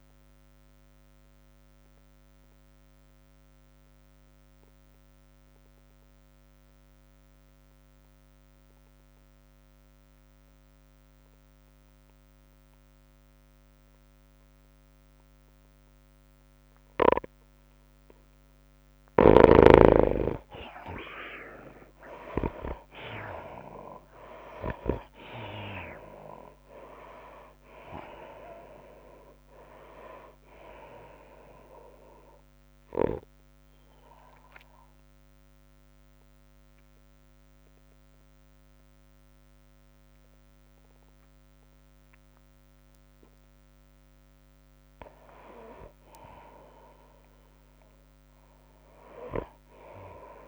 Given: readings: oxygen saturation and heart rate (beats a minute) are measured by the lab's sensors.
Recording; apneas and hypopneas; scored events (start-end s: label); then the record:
breathing in sleep by a microphone on the trachea; 2
0.00-3.50 s: tachycardia (device-marked, heart rate 105 extreme)
0.00-6.50 s: drop in pulse transit time (device-marked, heart rate 98 extreme)
0.00-8.50 s: oxygen desaturation (device-marked, oxygen 76% lowest, heart rate 84 extreme)
0.50-19.00 s: obstructive apnea (oxygen 98% before, 77% lowest, heart rate 99 before, 84 extreme, up 19 after)
13.50-39.50 s: oxygen desaturation (device-marked, oxygen 98% before, 81% lowest, heart rate 101 before, 84 extreme)
17.50-19.50 s: long interval between heartbeats (device-marked, heart rate 99 before, 84 extreme)
21.00-24.00 s: arousal
22.50-40.50 s: tachycardia (device-marked, heart rate 96 before, 106 extreme)
23.50-38.50 s: drop in pulse transit time (device-marked, heart rate 94 before, 90 extreme)
34.50-46.00 s: obstructive apnea (oxygen 98% before, 76% lowest, heart rate 96 before, 93 extreme, up 2 after)
48.50-50.48 s: oxygen desaturation (device-marked, oxygen 97% before, 86% lowest, heart rate 102 before, 85 extreme)
49.00-50.48 s: arousal
From the record:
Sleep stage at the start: N2 (light sleep); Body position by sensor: on the right side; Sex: female